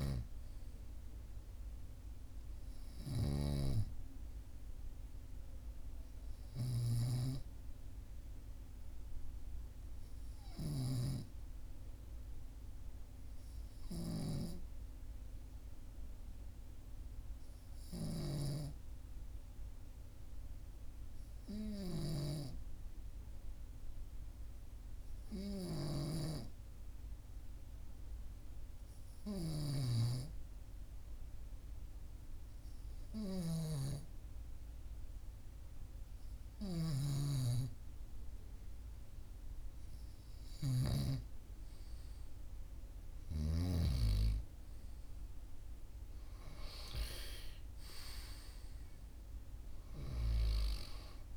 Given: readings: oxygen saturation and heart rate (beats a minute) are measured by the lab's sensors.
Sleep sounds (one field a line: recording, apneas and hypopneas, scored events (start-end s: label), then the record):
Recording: breathing in sleep by a room microphone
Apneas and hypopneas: 1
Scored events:
0.00-3.50 s: snoring (device-marked)
12.00-35.50 s: obstructive apnea (oxygen 98% before, 94% lowest, heart rate 45 before, 44 extreme, up 1 after)
33.00-41.00 s: snoring (device-marked)
36.50-51.37 s: oxygen desaturation (device-marked, oxygen 97% before, 94% lowest, heart rate 45 before, 45 extreme)
37.50-40.50 s: arousal
From the record:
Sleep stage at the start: N2 (light sleep)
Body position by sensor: on the right side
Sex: male